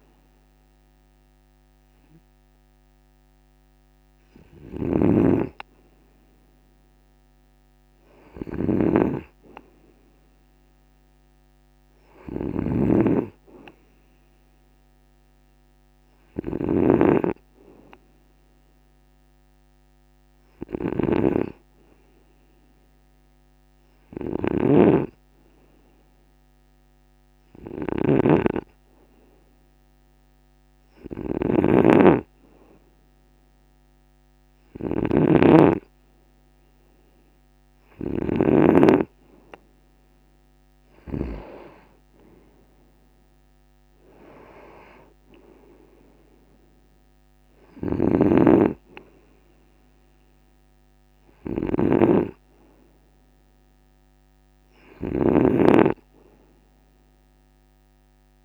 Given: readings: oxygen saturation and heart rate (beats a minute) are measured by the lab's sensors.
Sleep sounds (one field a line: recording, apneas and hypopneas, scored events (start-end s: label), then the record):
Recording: breathing in sleep by a microphone on the trachea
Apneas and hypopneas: none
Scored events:
0.00-41.00 s: snoring (device-marked)
47.50-58.45 s: snoring (device-marked)
From the record:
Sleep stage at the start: N2 (light sleep)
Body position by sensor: on the right side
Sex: male